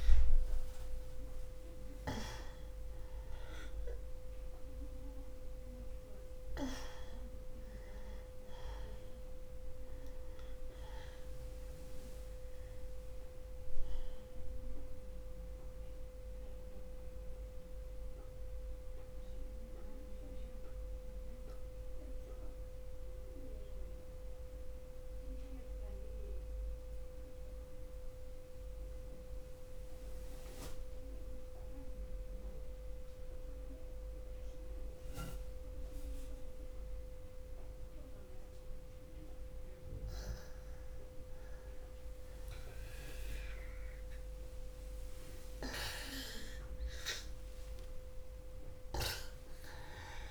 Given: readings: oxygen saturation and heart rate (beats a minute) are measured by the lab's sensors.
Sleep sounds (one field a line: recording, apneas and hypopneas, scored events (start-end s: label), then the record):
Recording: breathing in sleep by a room microphone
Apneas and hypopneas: 1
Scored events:
0.00-28.00 s: oxygen desaturation (device-marked, oxygen 85% lowest, heart rate 60 extreme)
17.00-41.50 s: mixed apnea (oxygen 97% before, 86% lowest, heart rate 60 before, 60 extreme, up 0 after)
43.00-49.00 s: arousal
From the record:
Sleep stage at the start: N2 (light sleep)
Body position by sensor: on the back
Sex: male